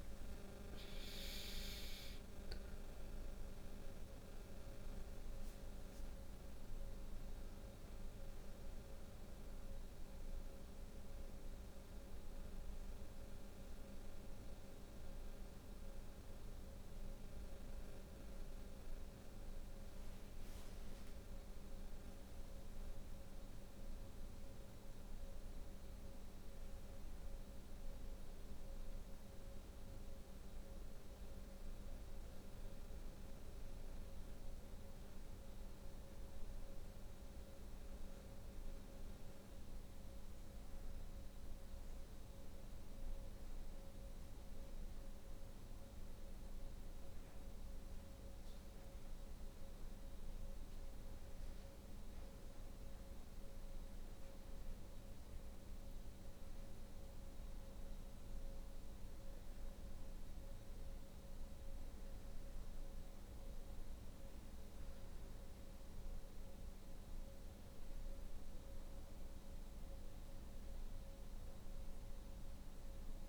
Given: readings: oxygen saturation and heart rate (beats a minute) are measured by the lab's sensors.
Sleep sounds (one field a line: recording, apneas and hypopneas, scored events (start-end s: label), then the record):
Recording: breathing in sleep, hard to hear, by a room microphone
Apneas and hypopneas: 1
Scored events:
0.00-1.00 s: arousal
7.00-25.00 s: oxygen desaturation (device-marked, oxygen 93% before, 88% lowest, heart rate 81 before, 65 extreme)
22.50-55.50 s: obstructive apnea (oxygen 93% before, 91% lowest, heart rate 68 before, 65 extreme, up 2 after)
59.50-64.00 s: arousal
From the record:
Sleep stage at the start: N2 (light sleep)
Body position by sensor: on the back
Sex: female